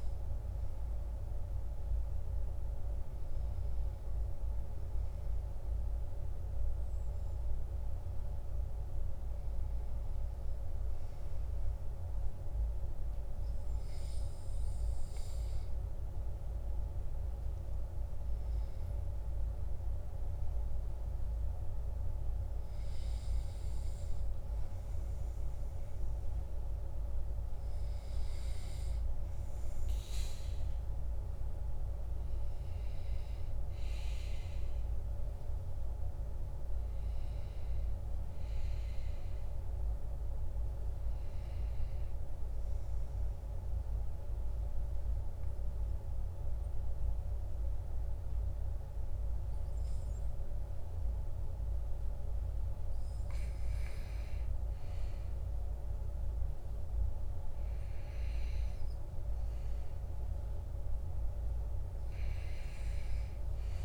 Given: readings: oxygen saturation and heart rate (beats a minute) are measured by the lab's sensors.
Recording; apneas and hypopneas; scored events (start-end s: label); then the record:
breathing in sleep, hard to hear, by a room microphone; 1
41.00-51.50 s: obstructive apnea (oxygen 97% before, 95% lowest, heart rate 57 before, 58 extreme, up 2 after)
55.00-59.50 s: arousal
From the record:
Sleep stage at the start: REM sleep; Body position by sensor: on the back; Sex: male